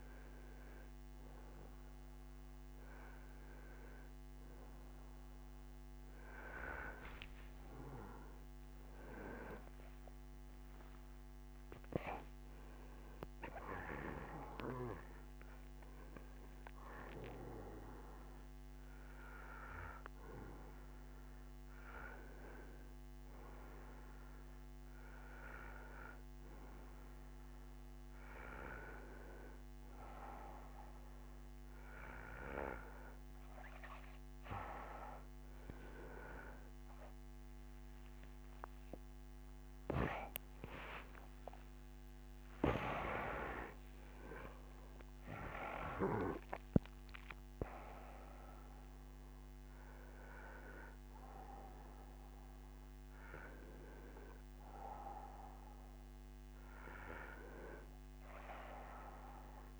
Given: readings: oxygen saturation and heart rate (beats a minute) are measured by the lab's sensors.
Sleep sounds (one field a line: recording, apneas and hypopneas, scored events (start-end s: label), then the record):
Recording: breathing in sleep by a microphone on the trachea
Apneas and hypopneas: none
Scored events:
6.00-10.50 s: arousal
35.00-40.00 s: arousal
From the record:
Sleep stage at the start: N2 (light sleep)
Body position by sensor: on the right side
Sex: male